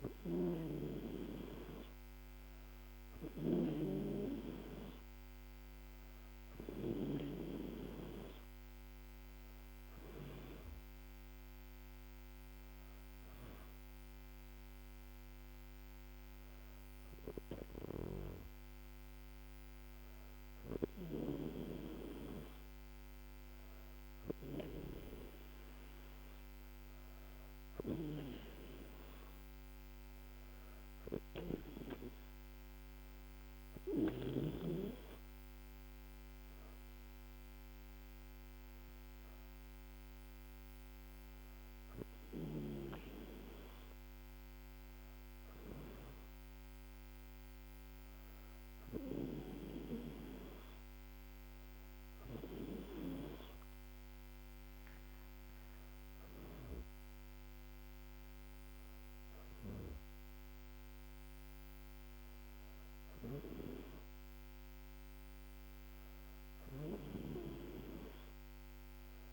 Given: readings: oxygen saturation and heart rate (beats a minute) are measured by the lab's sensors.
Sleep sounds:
breathing in sleep by a microphone on the trachea; none
none scored
From the record:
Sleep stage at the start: N2 (light sleep); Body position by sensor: on the back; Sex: female

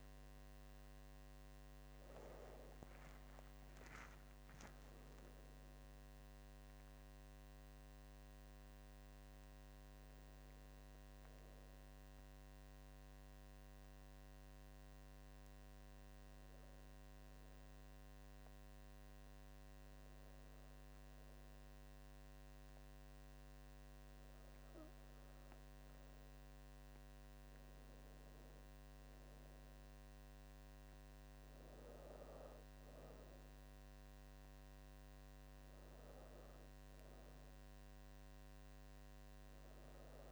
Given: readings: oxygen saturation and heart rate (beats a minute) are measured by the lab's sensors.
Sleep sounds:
breathing in sleep, hard to hear, by a microphone on the trachea; 1
2.50-7.50 s: arousal
11.50-40.32 s: new sleep stage, N2 (light sleep)
12.00-25.50 s: hypopnea (oxygen 98% before, 94% lowest, heart rate 72 before, 68 extreme, up 4 after)
27.50-32.00 s: arousal
From the record:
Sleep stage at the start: N1 (lightest sleep); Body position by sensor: on the back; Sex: female

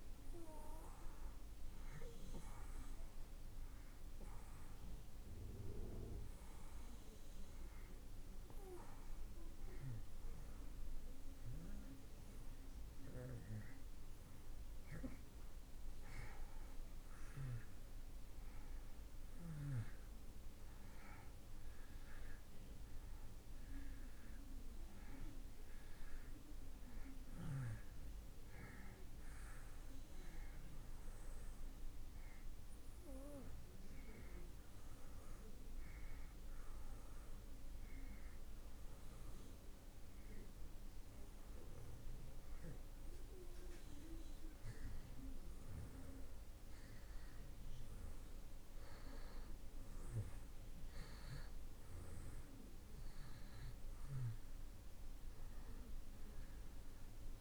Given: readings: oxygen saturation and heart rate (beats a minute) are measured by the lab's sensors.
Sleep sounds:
breathing in sleep by a room microphone; 2
0.00-10.00 s: oxygen desaturation (device-marked, oxygen 89% lowest)
1.00-16.00 s: obstructive apnea (oxygen 93% before, 85% lowest)
18.50-22.00 s: arousal
26.00-50.00 s: oxygen desaturation (device-marked, oxygen 91% before, 85% lowest)
32.00-50.00 s: hypopnea (oxygen 91% before, 85% lowest)
52.00-56.00 s: arousal
From the record:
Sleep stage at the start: N2 (light sleep); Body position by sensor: on the back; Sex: male

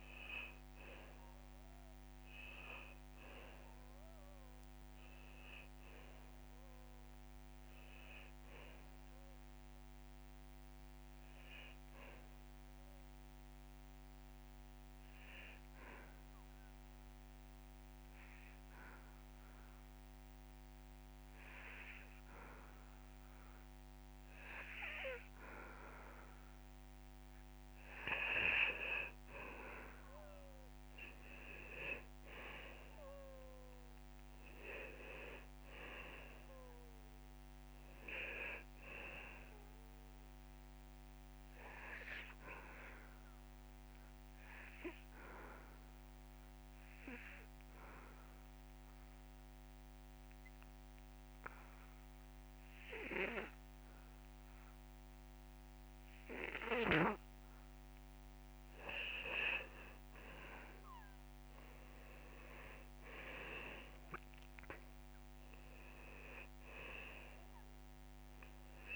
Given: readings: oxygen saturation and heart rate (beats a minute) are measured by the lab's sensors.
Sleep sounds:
breathing in sleep by a microphone on the trachea; 2
0.00-3.50 s: oxygen desaturation (device-marked, oxygen 92% lowest)
5.50-9.50 s: arousal
17.00-27.50 s: obstructive apnea (oxygen 99% before, 90% lowest)
19.00-21.00 s: long interval between heartbeats (device-marked)
30.00-33.50 s: arousal
34.50-58.50 s: oxygen desaturation (device-marked, oxygen 97% before, 90% lowest)
43.50-58.00 s: obstructive apnea (oxygen 98% before, 90% lowest)
61.50-65.00 s: arousal
From the record:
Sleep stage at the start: N2 (light sleep); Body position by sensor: on the back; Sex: male

